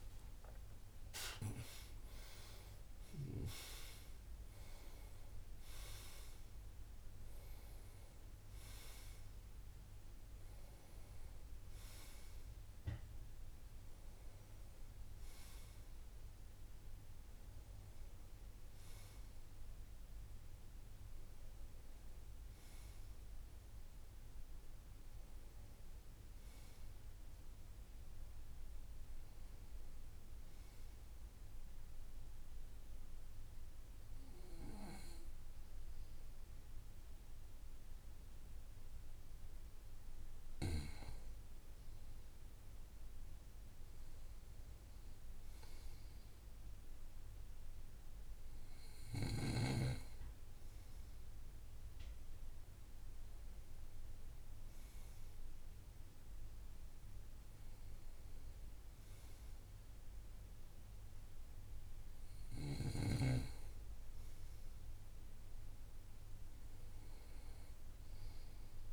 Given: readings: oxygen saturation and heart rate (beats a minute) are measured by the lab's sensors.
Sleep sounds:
breathing in sleep by a room microphone; 1
0.00-1.50 s: arousal
0.00-28.50 s: oxygen desaturation (device-marked, oxygen 88% lowest, heart rate 56 extreme)
31.50-41.50 s: obstructive apnea (oxygen 97% before, 93% lowest, heart rate 60 before, 56 extreme, up 3 after)
43.50-48.00 s: arousal
From the record:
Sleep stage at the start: REM sleep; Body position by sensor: on the right side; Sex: male

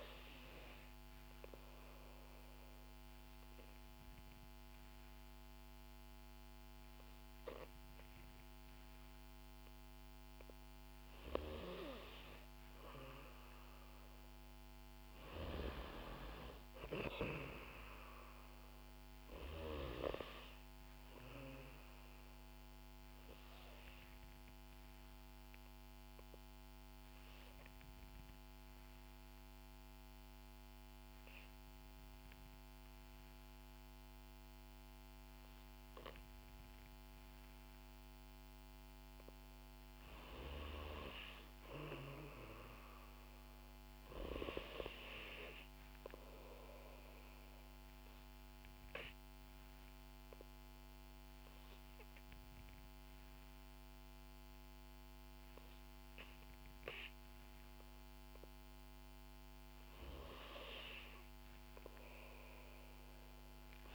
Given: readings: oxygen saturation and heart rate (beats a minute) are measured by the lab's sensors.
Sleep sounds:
breathing in sleep by a microphone on the trachea; 3
0.50-10.50 s: obstructive apnea (oxygen 95% before, 92% lowest, heart rate 61 before, 55 extreme, up 3 after)
12.50-14.50 s: long interval between heartbeats (device-marked, heart rate 61 before, 59 extreme)
14.50-18.50 s: arousal
24.50-38.00 s: obstructive apnea (oxygen 95% before, 92% lowest, heart rate 60 before, 58 extreme, up 3 after)
40.00-43.00 s: arousal
45.00-59.50 s: obstructive apnea (oxygen 96% before, 92% lowest, heart rate 60 before, 54 extreme, up 2 after)
47.50-63.94 s: oxygen desaturation (device-marked, oxygen 96% before, 92% lowest, heart rate 61 before, 54 extreme)
From the record:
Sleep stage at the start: N2 (light sleep); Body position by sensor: on the back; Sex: female

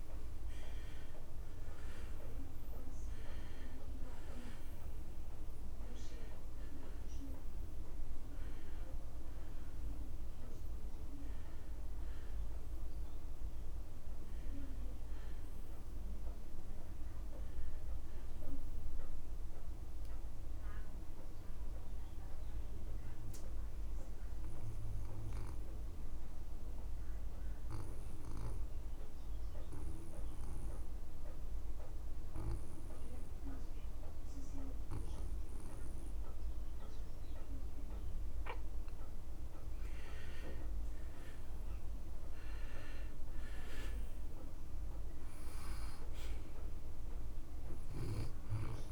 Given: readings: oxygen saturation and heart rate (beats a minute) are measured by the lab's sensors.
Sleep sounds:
breathing in sleep, hard to hear, by a room microphone; 1
0.00-29.50 s: oxygen desaturation (device-marked, oxygen 79% lowest)
22.50-39.50 s: obstructive apnea (oxygen 90% before, 79% lowest)
41.00-45.00 s: arousal
42.50-48.92 s: oxygen desaturation (device-marked, oxygen 100% before, 90% lowest)
From the record:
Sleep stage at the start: N2 (light sleep); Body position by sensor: on the back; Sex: male

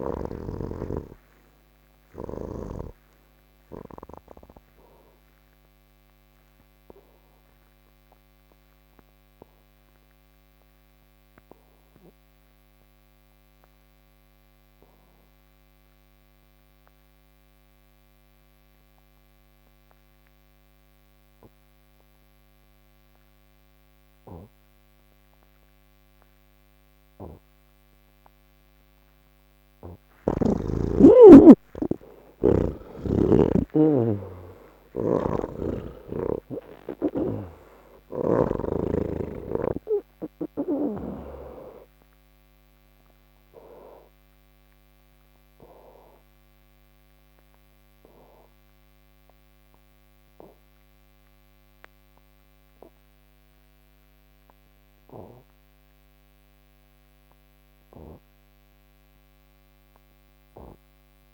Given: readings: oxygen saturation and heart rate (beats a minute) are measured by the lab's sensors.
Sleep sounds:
breathing in sleep by a microphone on the trachea; none
0.00-2.00 s: snoring (device-marked)
34.50-38.00 s: snoring (device-marked)
39.00-61.34 s: oxygen desaturation (device-marked, oxygen 92% before, 77% lowest, heart rate 73 before, 71 extreme)
From the record:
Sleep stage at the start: N3 (deep sleep); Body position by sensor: on the back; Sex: male

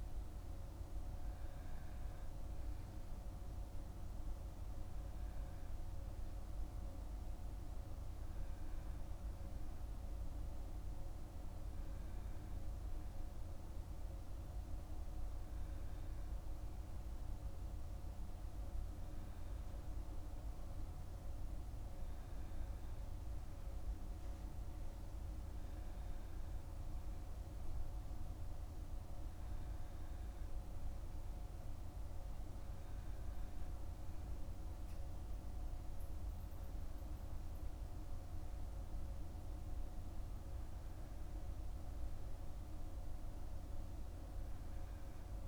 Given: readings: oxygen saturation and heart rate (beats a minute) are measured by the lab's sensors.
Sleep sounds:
breathing in sleep, hard to hear, by a room microphone; none
none scored
From the record:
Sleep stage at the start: N2 (light sleep); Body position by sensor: on the back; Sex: male

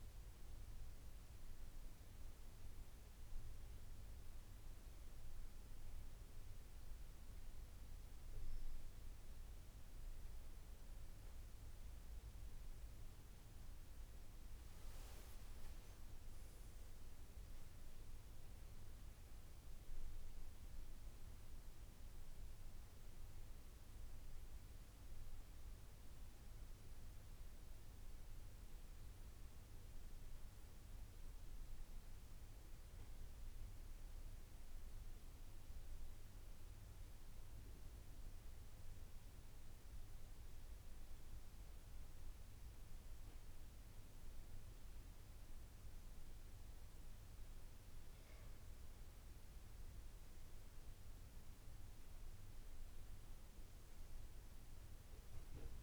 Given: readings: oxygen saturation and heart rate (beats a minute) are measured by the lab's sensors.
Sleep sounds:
breathing in sleep, hard to hear, by a room microphone; 2
1.50-11.50 s: hypopnea (oxygen 94% before, 89% lowest, heart rate 82 before, 77 extreme, up 2 after)
14.00-18.50 s: arousal
29.50-43.00 s: hypopnea (oxygen 93% before, 89% lowest, heart rate 81 before, 77 extreme, up 5 after)
48.50-55.83 s: oxygen desaturation (device-marked, oxygen 94% before, 89% lowest, heart rate 79 before, 76 extreme)
49.00-52.00 s: arousal
From the record:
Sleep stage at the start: N2 (light sleep); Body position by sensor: on the back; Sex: male

